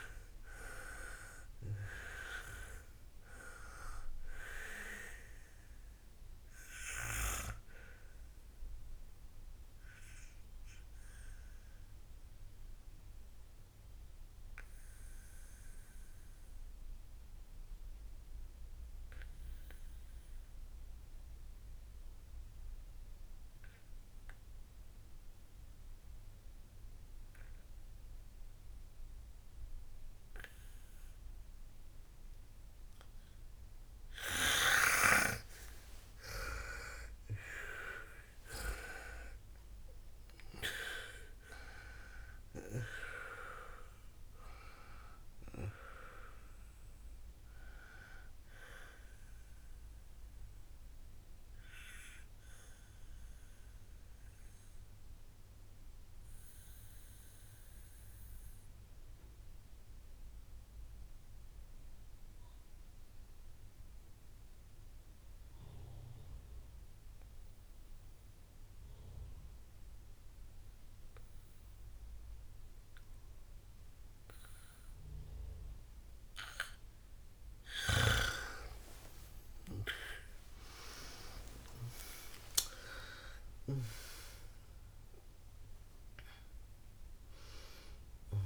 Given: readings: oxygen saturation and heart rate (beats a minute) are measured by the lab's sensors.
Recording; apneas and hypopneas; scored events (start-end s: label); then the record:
breathing in sleep by a room microphone; 2
0.00-1.00 s: arousal
0.00-1.00 s: snoring (device-marked)
0.50-24.50 s: oxygen desaturation (device-marked, oxygen 98% before, 92% lowest, heart rate 62 before, 49 extreme)
7.00-35.50 s: obstructive apnea (oxygen 98% before, 89% lowest, heart rate 71 before, 49 extreme, up 52 after)
36.50-64.50 s: oxygen desaturation (device-marked, oxygen 98% before, 89% lowest, heart rate 54 before, 50 extreme)
37.00-42.00 s: arousal
51.50-78.00 s: obstructive apnea (oxygen 98% before, 89% lowest, heart rate 75 before, 50 extreme)
78.50-85.00 s: snoring (device-marked)
79.00-84.00 s: arousal
80.50-88.46 s: oxygen desaturation (device-marked, oxygen 98% before, 91% lowest, heart rate 54 before, 50 extreme)
From the record:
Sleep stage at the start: N2 (light sleep); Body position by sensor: on the back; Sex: female